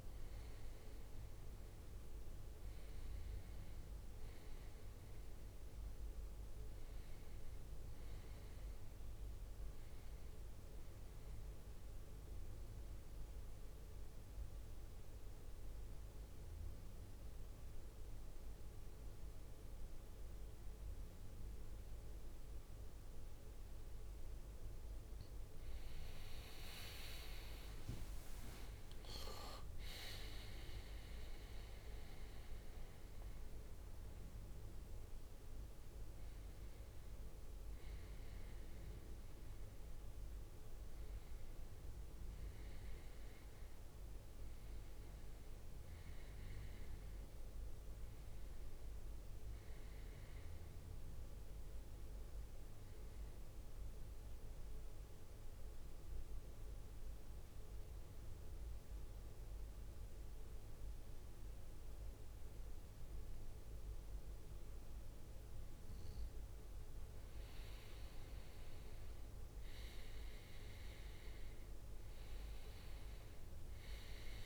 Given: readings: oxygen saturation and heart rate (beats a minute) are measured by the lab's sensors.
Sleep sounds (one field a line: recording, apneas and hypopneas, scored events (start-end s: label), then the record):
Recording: breathing in sleep, hard to hear, by a room microphone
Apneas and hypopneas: 2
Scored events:
0.00-9.00 s: drop in pulse transit time (device-marked, heart rate 68 extreme)
5.50-9.50 s: arousal
13.50-24.50 s: central apnea (oxygen 97% before, 94% lowest, heart rate 70 before, 56 extreme, up 15 after)
27.00-31.00 s: leg movement (device-marked)
28.00-41.00 s: drop in pulse transit time (device-marked, heart rate 61 before, 63 extreme)
30.00-35.00 s: arousal
30.00-54.00 s: oxygen desaturation (device-marked, oxygen 97% before, 94% lowest, heart rate 61 before, 58 extreme)
54.50-68.00 s: obstructive apnea (oxygen 97% before, 94% lowest, heart rate 64 before, 58 extreme, up 12 after)
69.00-74.46 s: drop in pulse transit time (device-marked, heart rate 61 before, 65 extreme)
70.50-74.46 s: arousal
From the record:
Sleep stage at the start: N2 (light sleep)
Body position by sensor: on the right side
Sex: male